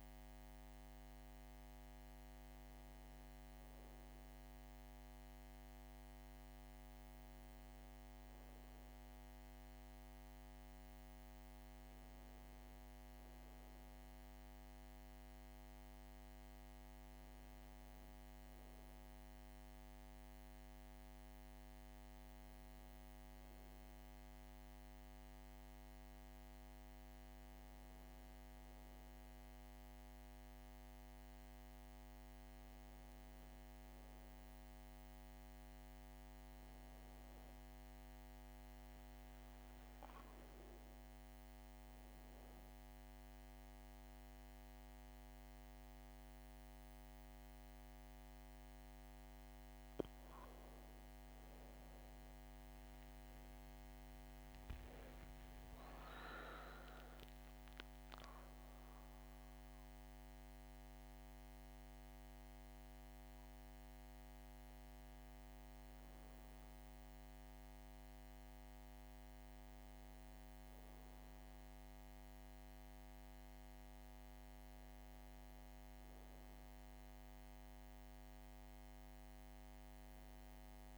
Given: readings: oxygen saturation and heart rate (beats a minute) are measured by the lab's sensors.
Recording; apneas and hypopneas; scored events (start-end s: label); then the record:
breathing in sleep, hard to hear, by a microphone on the trachea; none
52.50-56.50 s: arousal
80.00-80.98 s: new sleep stage, N2 (light sleep)
From the record:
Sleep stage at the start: N1 (lightest sleep); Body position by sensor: on the back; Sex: female